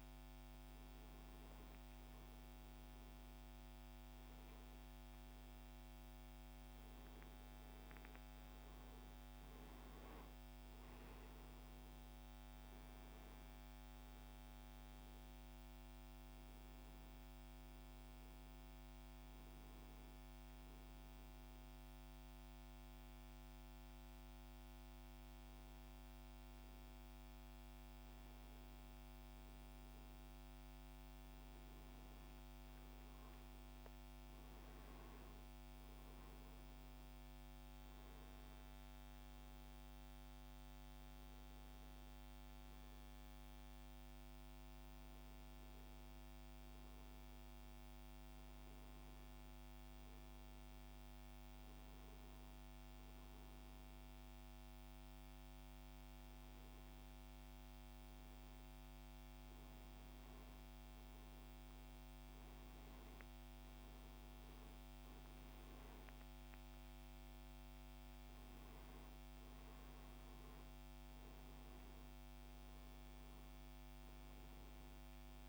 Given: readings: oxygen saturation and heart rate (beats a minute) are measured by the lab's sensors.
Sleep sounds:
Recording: breathing in sleep, hard to hear, by a microphone on the trachea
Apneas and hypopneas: 2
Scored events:
6.50-10.00 s: arousal
16.00-75.49 s: new sleep stage, N2 (light sleep)
20.00-31.00 s: hypopnea (oxygen 97% before, 96% lowest, heart rate 75 before, 71 extreme, up 7 after)
33.50-37.50 s: arousal
43.50-58.50 s: hypopnea (oxygen 97% before, 96% lowest, heart rate 74 before, 71 extreme, up 25 after)
61.50-66.00 s: arousal
From the record:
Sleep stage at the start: N1 (lightest sleep)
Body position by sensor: on the right side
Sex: male

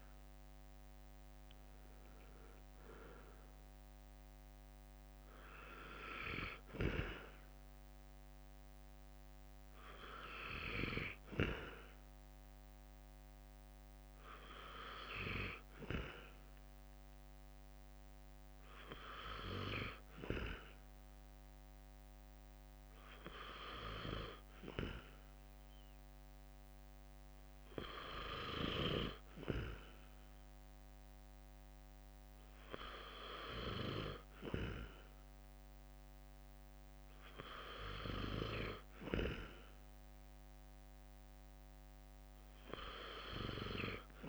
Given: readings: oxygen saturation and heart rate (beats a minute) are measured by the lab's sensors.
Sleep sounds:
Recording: breathing in sleep by a microphone on the trachea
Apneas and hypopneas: none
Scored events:
0.00-8.50 s: oxygen desaturation (device-marked, oxygen 91% lowest, heart rate 63 extreme)
From the record:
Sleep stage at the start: N2 (light sleep)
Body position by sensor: on the right side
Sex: male

